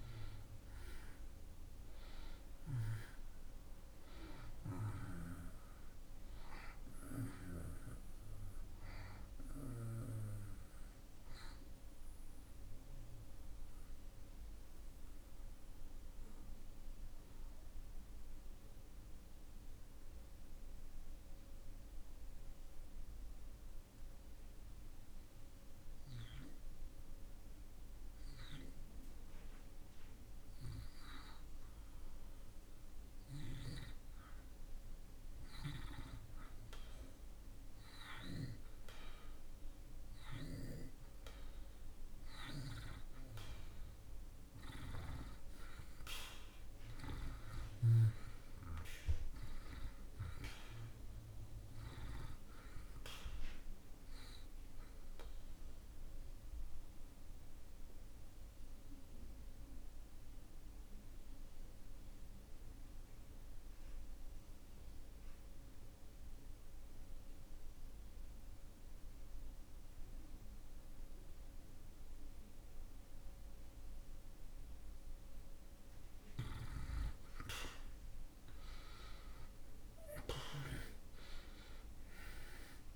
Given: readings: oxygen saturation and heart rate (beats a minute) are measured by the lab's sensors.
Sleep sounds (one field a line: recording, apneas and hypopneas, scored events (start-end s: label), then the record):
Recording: breathing in sleep by a room microphone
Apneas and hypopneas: 2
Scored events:
13.00-29.00 s: oxygen desaturation (device-marked, oxygen 90% before, 86% lowest)
13.00-32.00 s: obstructive apnea (oxygen 90% before, 81% lowest)
36.00-40.50 s: arousal
43.00-75.00 s: oxygen desaturation (device-marked, oxygen 95% before, 81% lowest)
55.50-76.50 s: obstructive apnea (oxygen 95% before, 74% lowest)
79.00-82.96 s: arousal
From the record:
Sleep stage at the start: REM sleep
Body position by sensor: on the back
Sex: male